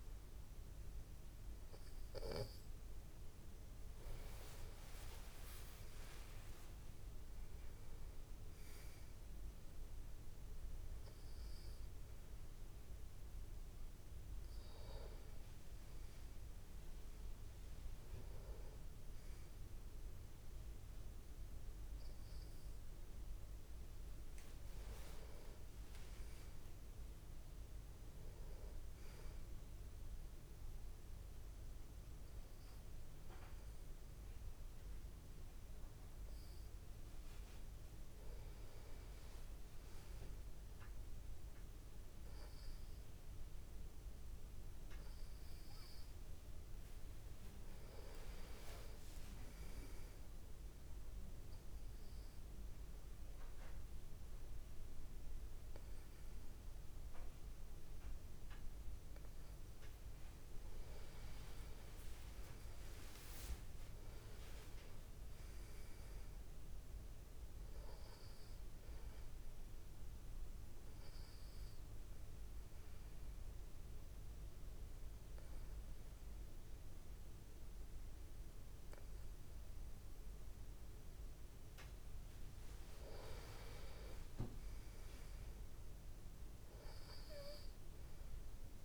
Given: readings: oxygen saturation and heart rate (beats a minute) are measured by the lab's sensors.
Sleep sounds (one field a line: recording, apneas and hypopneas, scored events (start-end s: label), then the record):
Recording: breathing in sleep by a room microphone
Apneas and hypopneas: 3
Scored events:
2.00-23.00 s: tachycardia (device-marked)
24.00-27.00 s: arousal
29.50-39.50 s: obstructive apnea (oxygen 95% before, 93% lowest)
44.50-47.50 s: arousal
45.00-54.00 s: tachycardia (device-marked)
51.00-61.00 s: obstructive apnea (oxygen 95% before, 92% lowest)
64.00-68.00 s: arousal
73.00-83.00 s: obstructive apnea (oxygen 95% before, 92% lowest)
84.00-87.00 s: arousal
From the record:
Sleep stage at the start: N2 (light sleep)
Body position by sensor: on the back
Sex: male